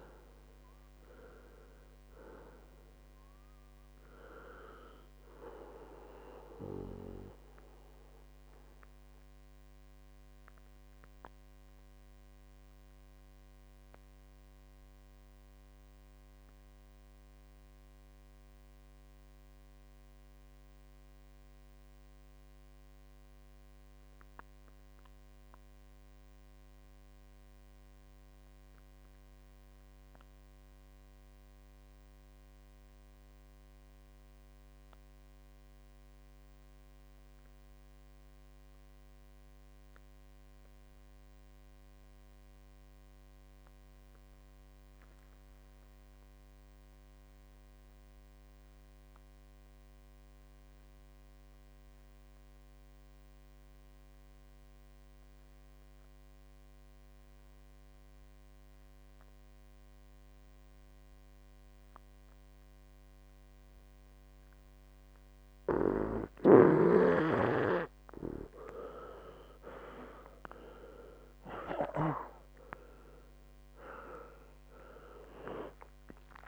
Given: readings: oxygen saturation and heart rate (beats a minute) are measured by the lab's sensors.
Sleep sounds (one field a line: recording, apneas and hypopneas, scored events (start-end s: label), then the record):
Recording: breathing in sleep by a microphone on the trachea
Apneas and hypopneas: 1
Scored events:
0.00-21.00 s: oxygen desaturation (device-marked, oxygen 84% lowest, heart rate 59 extreme)
8.50-67.50 s: mixed apnea (oxygen 96% before, 84% lowest, heart rate 73 before, 59 extreme, up 21 after)
13.00-15.00 s: long interval between heartbeats (device-marked, heart rate 72 before, 64 extreme)
39.50-41.50 s: long interval between heartbeats (device-marked, heart rate 63 before, 68 extreme)
45.00-76.48 s: oxygen desaturation (device-marked, oxygen 97% before, 89% lowest, heart rate 65 before, 60 extreme)
69.50-73.00 s: arousal
From the record:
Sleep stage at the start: N2 (light sleep)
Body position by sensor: on the right side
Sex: male